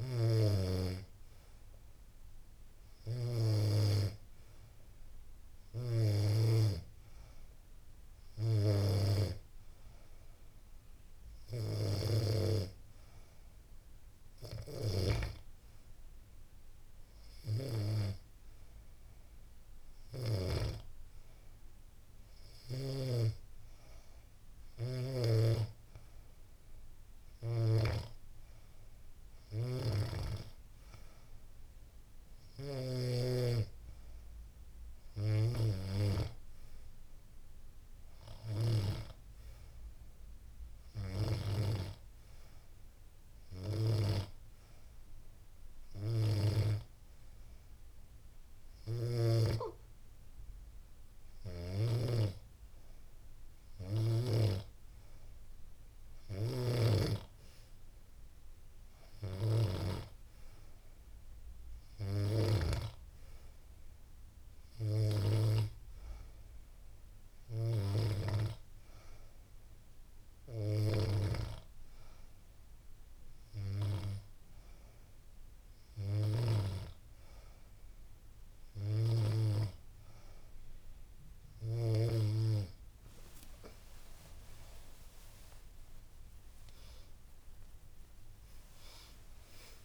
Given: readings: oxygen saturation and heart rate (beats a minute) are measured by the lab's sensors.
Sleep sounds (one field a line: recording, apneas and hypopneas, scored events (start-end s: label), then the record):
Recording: breathing in sleep by a room microphone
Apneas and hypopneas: none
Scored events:
82.00-88.50 s: arousal
From the record:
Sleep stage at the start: N2 (light sleep)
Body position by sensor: on the back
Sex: female